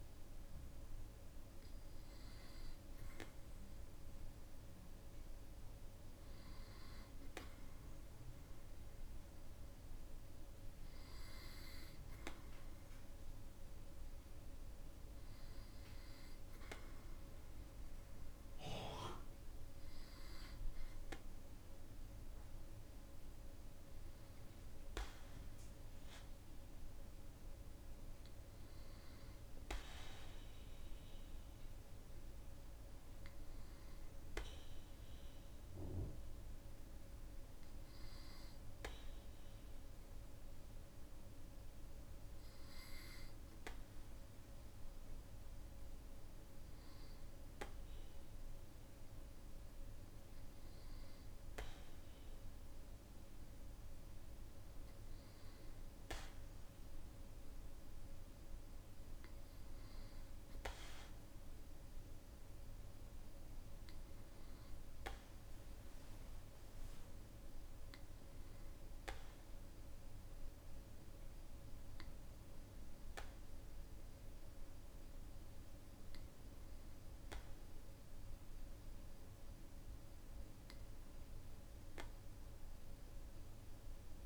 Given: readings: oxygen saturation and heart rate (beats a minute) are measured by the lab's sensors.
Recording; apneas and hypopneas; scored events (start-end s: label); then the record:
breathing in sleep by a room microphone; none
none scored
From the record:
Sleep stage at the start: N2 (light sleep); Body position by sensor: on the back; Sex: male